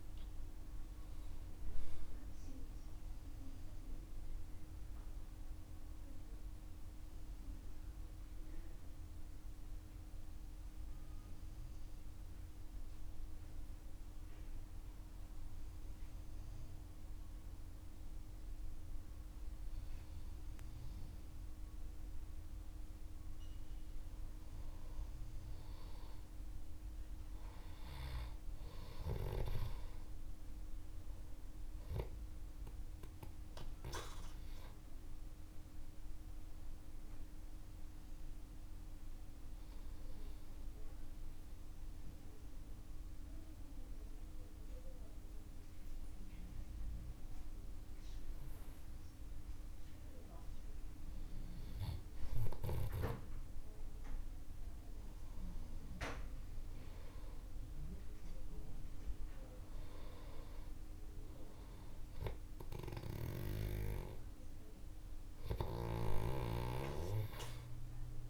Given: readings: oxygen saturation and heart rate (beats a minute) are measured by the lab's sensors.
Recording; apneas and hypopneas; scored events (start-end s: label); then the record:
breathing in sleep by a room microphone; 2
4.00-31.00 s: oxygen desaturation (device-marked, oxygen 96% before, 85% lowest, heart rate 65 before, 46 extreme)
9.00-19.50 s: mixed apnea (oxygen 97% before, 85% lowest, heart rate 68 before, 46 extreme, up 7 after)
25.50-30.50 s: arousal
39.50-52.50 s: obstructive apnea (oxygen 98% before, 94% lowest, heart rate 51 before, 47 extreme, up 14 after)
56.00-60.00 s: arousal
From the record:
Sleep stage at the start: N2 (light sleep); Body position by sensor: on the back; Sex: male